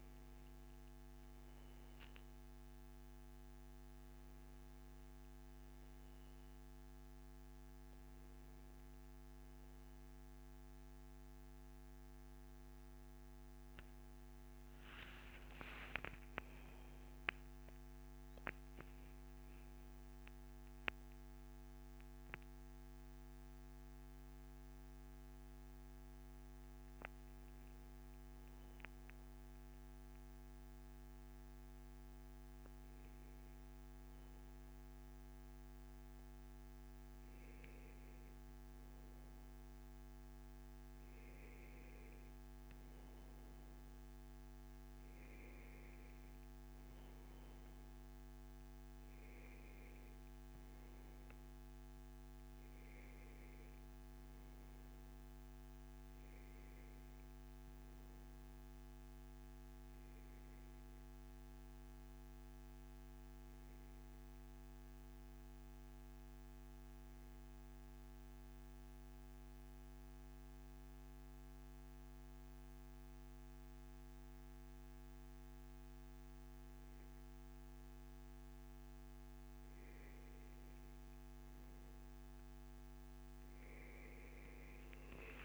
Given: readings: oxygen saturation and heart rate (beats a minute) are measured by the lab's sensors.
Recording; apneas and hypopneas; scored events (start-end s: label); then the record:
breathing in sleep, hard to hear, by a microphone on the trachea; 1
14.00-19.00 s: arousal
66.00-78.00 s: hypopnea (oxygen 98% before, 93% lowest, heart rate 143 before, 92 extreme, up 51 after)
67.00-85.45 s: new sleep stage, N2 (light sleep)
From the record:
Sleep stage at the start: N1 (lightest sleep); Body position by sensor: on the back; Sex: male